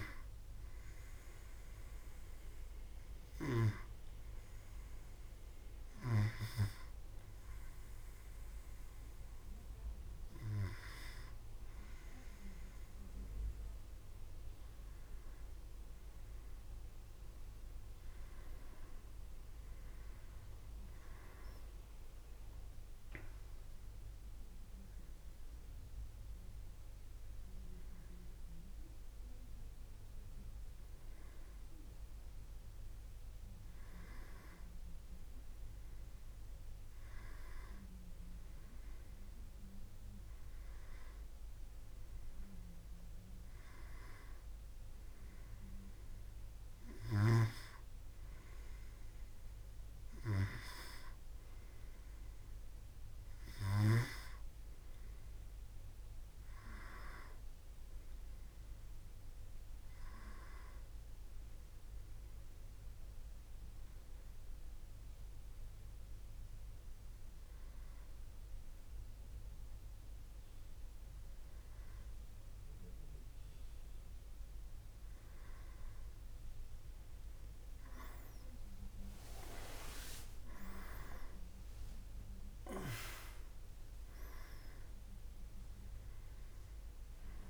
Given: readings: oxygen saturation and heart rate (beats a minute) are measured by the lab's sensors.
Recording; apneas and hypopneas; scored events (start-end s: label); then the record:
breathing in sleep by a room microphone; 1
36.00-87.50 s: new sleep stage, N2 (light sleep)
62.00-75.00 s: hypopnea (oxygen 98% before, 96% lowest, heart rate 75 before, 73 extreme, up 22 after)
79.00-83.00 s: arousal
From the record:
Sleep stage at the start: N1 (lightest sleep); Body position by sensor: on the back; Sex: male